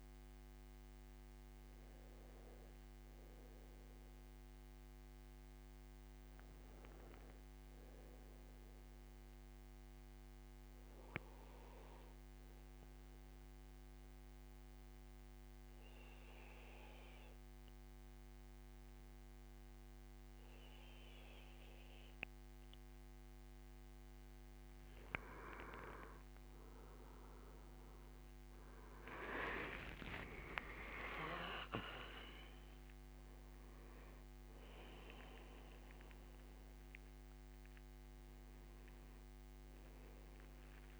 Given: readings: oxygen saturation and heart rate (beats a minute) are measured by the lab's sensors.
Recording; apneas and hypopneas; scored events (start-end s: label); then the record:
breathing in sleep by a microphone on the trachea; 1
8.00-24.50 s: obstructive apnea (oxygen 99% before, 90% lowest, heart rate 80 before, 65 extreme, up 11 after)
23.50-41.00 s: oxygen desaturation (device-marked, oxygen 97% before, 94% lowest, heart rate 74 before, 65 extreme)
26.00-29.50 s: arousal
From the record:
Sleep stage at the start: N2 (light sleep); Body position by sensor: on the back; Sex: male